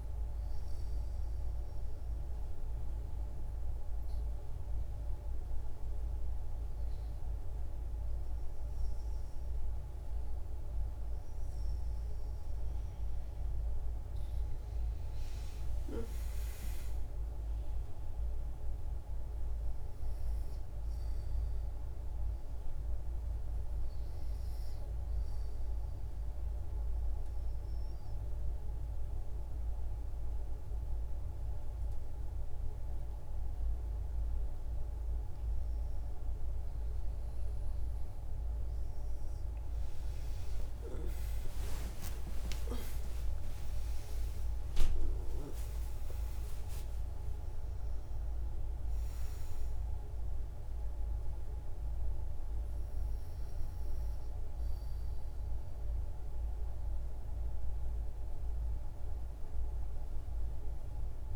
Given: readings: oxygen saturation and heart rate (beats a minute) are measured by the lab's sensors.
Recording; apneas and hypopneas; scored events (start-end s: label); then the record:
breathing in sleep, hard to hear, by a room microphone; 2
0.50-11.00 s: hypopnea (oxygen 97% before, 91% lowest, heart rate 61 before, 62 extreme, up 8 after)
14.00-18.50 s: arousal
16.00-35.00 s: oxygen desaturation (device-marked, oxygen 95% before, 91% lowest, heart rate 63 before, 62 extreme)
26.50-37.00 s: obstructive apnea (oxygen 97% before, 91% lowest, heart rate 68 before, 60 extreme)
40.50-46.00 s: arousal
From the record:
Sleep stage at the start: REM sleep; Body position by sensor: on the back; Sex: female